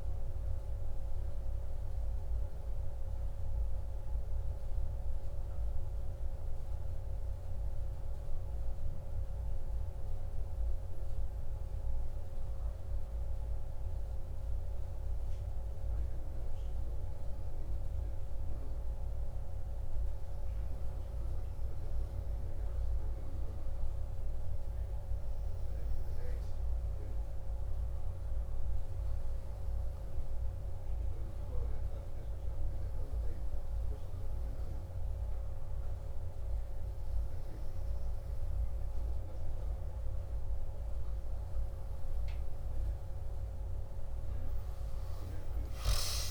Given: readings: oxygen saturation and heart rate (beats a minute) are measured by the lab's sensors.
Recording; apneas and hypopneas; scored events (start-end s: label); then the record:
breathing in sleep, hard to hear, by a room microphone; 1
3.00-22.00 s: hypopnea (oxygen 99% before, 97% lowest, heart rate 55 before, 53 extreme, up 3 after)
From the record:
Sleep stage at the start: N1 (lightest sleep); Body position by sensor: on the back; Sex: male